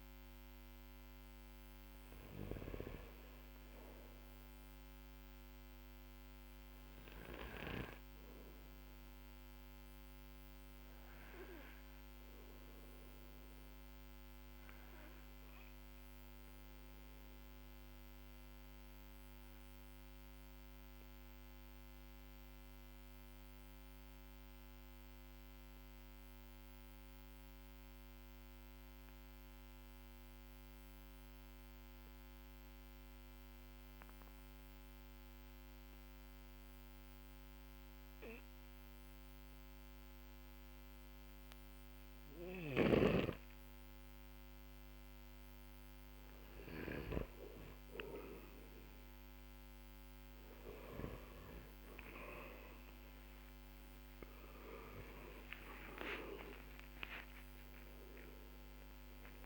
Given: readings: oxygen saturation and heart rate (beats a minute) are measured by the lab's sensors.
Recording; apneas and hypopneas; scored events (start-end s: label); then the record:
breathing in sleep by a microphone on the trachea; 1
7.50-45.50 s: obstructive apnea (oxygen 99% before, 92% lowest, heart rate 53 before, 45 extreme, up 11 after)
49.50-56.00 s: arousal
From the record:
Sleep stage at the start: N2 (light sleep); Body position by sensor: on the back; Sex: male